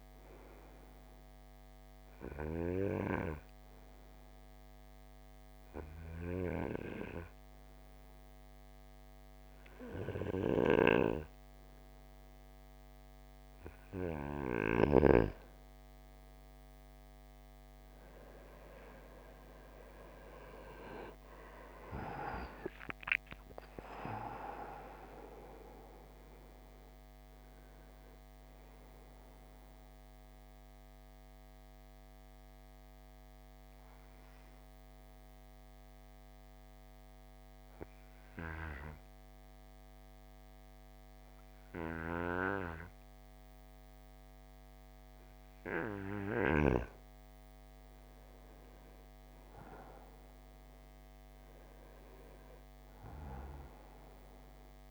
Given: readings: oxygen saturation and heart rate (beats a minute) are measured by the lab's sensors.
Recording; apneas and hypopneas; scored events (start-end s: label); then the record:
breathing in sleep by a microphone on the trachea; 1
0.00-13.50 s: oxygen desaturation (device-marked, oxygen 89% lowest, heart rate 54 extreme)
19.00-22.50 s: arousal
28.50-50.50 s: oxygen desaturation (device-marked, oxygen 94% before, 90% lowest, heart rate 68 before, 54 extreme)
29.50-46.00 s: obstructive apnea (oxygen 95% before, 90% lowest, heart rate 68 before, 54 extreme, up 6 after)
49.00-53.00 s: arousal
From the record:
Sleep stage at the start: N2 (light sleep); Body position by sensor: on the right side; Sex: male